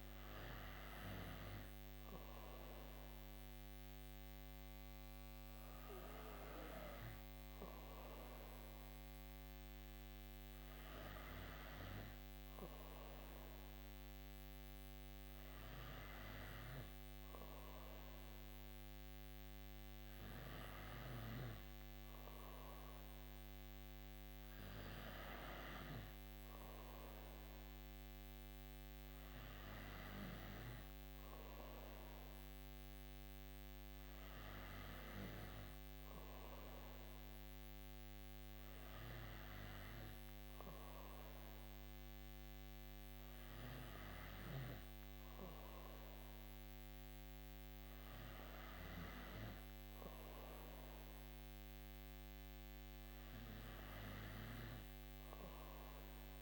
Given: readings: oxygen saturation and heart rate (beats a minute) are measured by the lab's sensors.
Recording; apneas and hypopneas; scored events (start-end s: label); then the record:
breathing in sleep, hard to hear, by a microphone on the trachea; none
none scored
From the record:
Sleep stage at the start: N2 (light sleep); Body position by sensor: on the right side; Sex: female